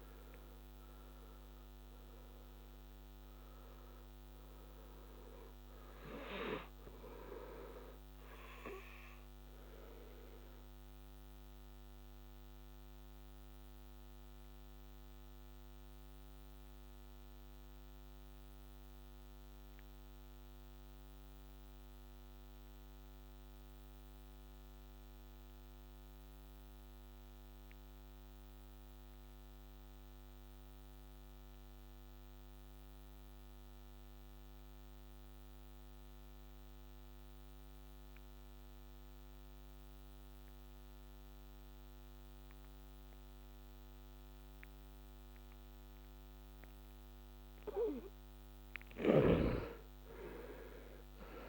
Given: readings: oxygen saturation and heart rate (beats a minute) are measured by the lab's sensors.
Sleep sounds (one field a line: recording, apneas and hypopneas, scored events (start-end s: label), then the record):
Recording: breathing in sleep by a microphone on the trachea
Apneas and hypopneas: 1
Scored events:
0.00-1.00 s: arousal
0.00-29.50 s: oxygen desaturation (device-marked, oxygen 80% lowest, heart rate 57 extreme)
10.00-46.50 s: obstructive apnea (oxygen 97% before, 80% lowest, heart rate 70 before, 57 extreme, up 8 after)
39.50-51.49 s: oxygen desaturation (device-marked, oxygen 99% before, 80% lowest, heart rate 62 before, 65 extreme)
49.00-51.49 s: arousal
From the record:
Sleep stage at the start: N2 (light sleep)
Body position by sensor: on the back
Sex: male